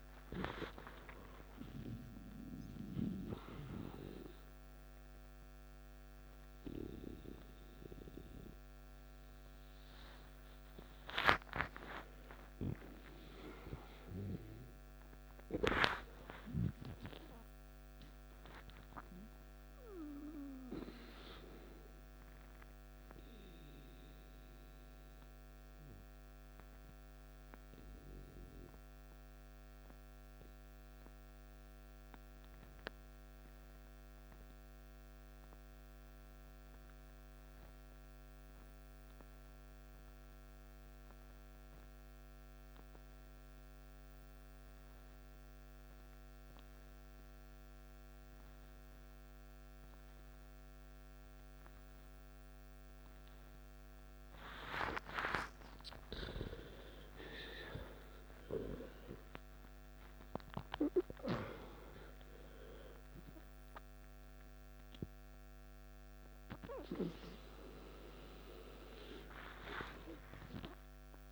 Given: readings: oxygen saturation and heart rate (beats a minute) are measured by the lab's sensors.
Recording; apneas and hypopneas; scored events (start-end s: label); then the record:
breathing in sleep by a microphone on the trachea; 1
0.00-3.00 s: oxygen desaturation (device-marked, oxygen 95% lowest, heart rate 55 extreme)
12.00-17.00 s: arousal
21.50-56.00 s: mixed apnea (oxygen 98% before, 88% lowest, heart rate 59 before, 52 extreme, up 14 after)
48.00-71.32 s: oxygen desaturation (device-marked, oxygen 97% before, 88% lowest, heart rate 55 before, 52 extreme)
57.00-61.50 s: arousal
From the record:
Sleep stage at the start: N2 (light sleep); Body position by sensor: on the back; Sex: male